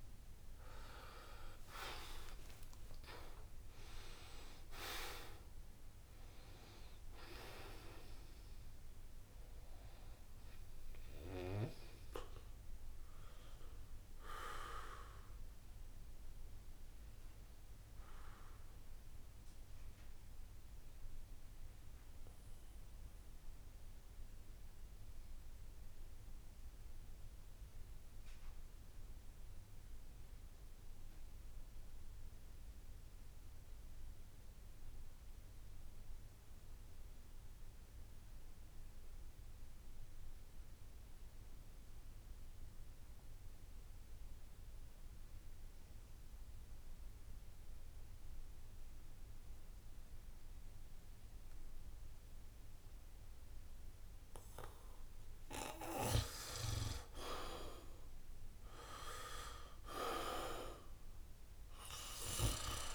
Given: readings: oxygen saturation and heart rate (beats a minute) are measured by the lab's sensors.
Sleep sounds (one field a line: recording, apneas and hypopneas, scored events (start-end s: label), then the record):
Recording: breathing in sleep by a room microphone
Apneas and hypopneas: 1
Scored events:
0.00-4.50 s: arousal
0.00-23.50 s: oxygen desaturation (device-marked, oxygen 80% lowest, heart rate 63 extreme)
2.00-4.00 s: long interval between heartbeats (device-marked, heart rate 73 before, 83 extreme)
21.00-55.00 s: obstructive apnea (oxygen 90% before, 78% lowest, heart rate 74 before, 64 extreme, up 8 after)
40.50-62.95 s: oxygen desaturation (device-marked, oxygen 96% before, 78% lowest, heart rate 67 before, 66 extreme)
59.00-62.95 s: arousal
From the record:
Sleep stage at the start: N2 (light sleep)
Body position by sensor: on the back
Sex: male